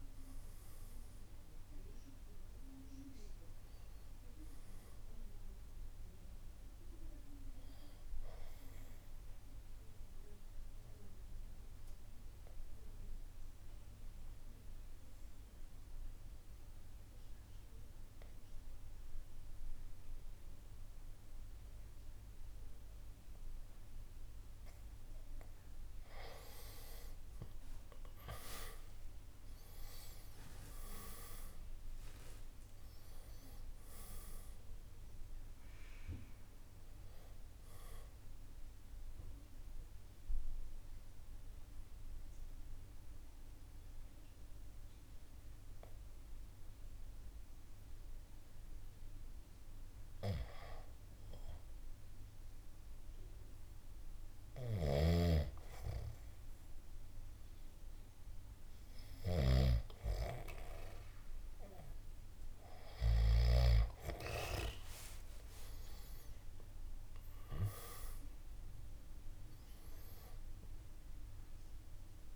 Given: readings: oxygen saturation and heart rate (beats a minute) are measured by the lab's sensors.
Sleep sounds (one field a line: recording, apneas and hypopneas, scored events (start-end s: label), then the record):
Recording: breathing in sleep by a room microphone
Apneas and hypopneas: 2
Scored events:
0.00-9.00 s: drop in pulse transit time (device-marked, heart rate 60 extreme)
0.00-23.00 s: oxygen desaturation (device-marked, oxygen 90% lowest, heart rate 56 extreme)
7.00-25.00 s: obstructive apnea (oxygen 97% before, 88% lowest, heart rate 63 before, 56 extreme, up 9 after)
27.50-32.50 s: arousal
29.00-57.00 s: oxygen desaturation (device-marked, oxygen 97% before, 88% lowest, heart rate 59 before, 56 extreme)
30.00-44.00 s: drop in pulse transit time (device-marked, heart rate 59 before, 57 extreme)
40.00-63.00 s: hypopnea (oxygen 97% before, 88% lowest, heart rate 63 before, 57 extreme, up 5 after)
54.50-59.50 s: snoring (device-marked)
64.50-67.00 s: arousal
67.00-72.36 s: drop in pulse transit time (device-marked, heart rate 60 before, 62 extreme)
71.00-72.36 s: oxygen desaturation (device-marked, oxygen 96% before, 90% lowest, heart rate 61 before, 56 extreme)
From the record:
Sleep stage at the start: N2 (light sleep)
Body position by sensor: on the back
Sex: male